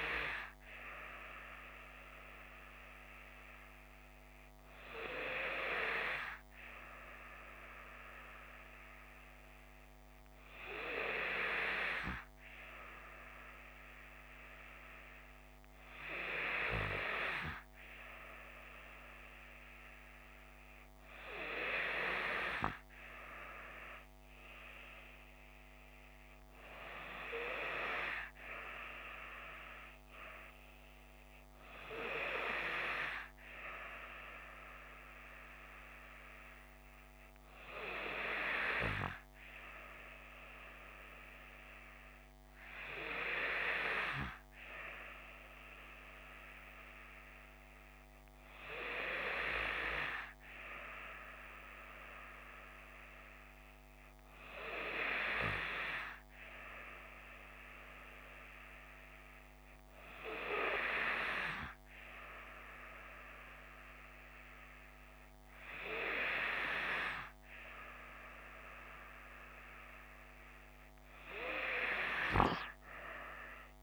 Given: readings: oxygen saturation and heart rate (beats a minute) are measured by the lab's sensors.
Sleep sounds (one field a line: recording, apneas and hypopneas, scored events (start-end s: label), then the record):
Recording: breathing in sleep by a microphone on the trachea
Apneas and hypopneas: none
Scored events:
none scored
From the record:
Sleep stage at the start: N3 (deep sleep)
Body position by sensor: on the left side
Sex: female